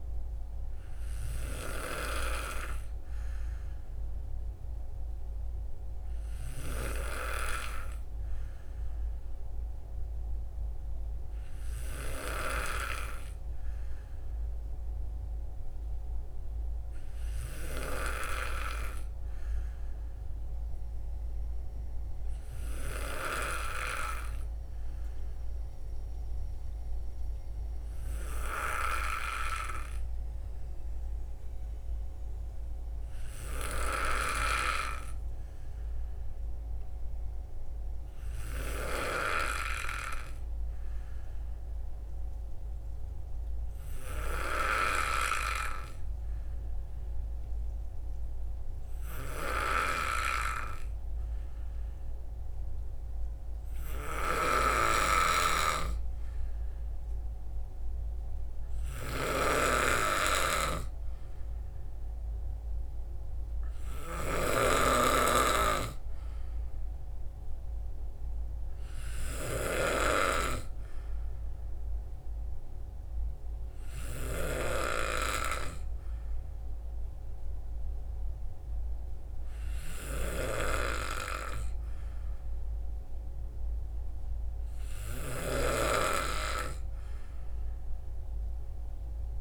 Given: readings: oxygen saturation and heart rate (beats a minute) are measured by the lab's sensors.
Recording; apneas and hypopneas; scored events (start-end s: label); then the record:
breathing in sleep by a room microphone; 1
23.00-63.50 s: hypopnea (oxygen 94% before, 88% lowest, heart rate 61 before, 58 extreme, up 4 after)
47.50-82.50 s: oxygen desaturation (device-marked, oxygen 93% before, 88% lowest, heart rate 61 before, 58 extreme)
65.50-69.50 s: arousal
From the record:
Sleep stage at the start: N2 (light sleep); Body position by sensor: on the back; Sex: male